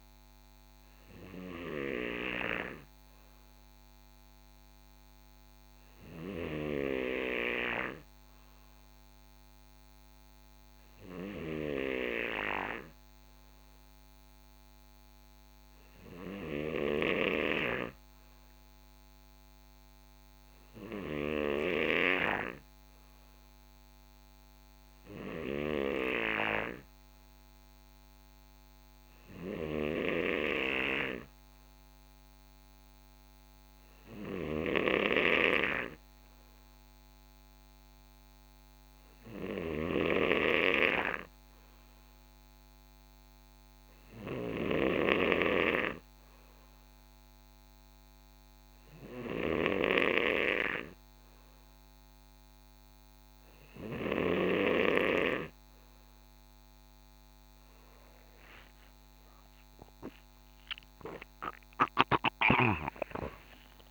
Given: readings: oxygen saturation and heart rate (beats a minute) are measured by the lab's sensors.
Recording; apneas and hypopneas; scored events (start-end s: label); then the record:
breathing in sleep by a microphone on the trachea; none
54.50-63.91 s: new sleep stage, N2 (light sleep)
60.50-63.91 s: arousal
From the record:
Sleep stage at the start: N3 (deep sleep); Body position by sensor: on the right side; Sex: male